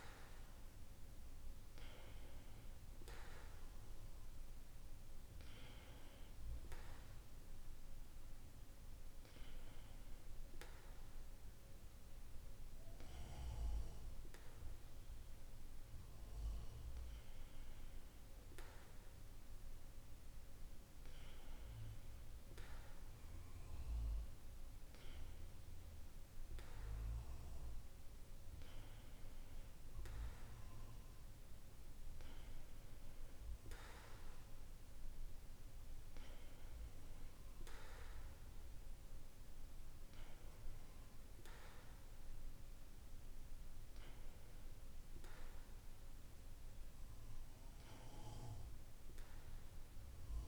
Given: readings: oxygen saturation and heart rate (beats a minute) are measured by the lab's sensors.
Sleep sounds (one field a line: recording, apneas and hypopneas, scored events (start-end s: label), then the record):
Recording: breathing in sleep by a room microphone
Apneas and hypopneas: none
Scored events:
none scored
From the record:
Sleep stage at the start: N2 (light sleep)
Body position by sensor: on the back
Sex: male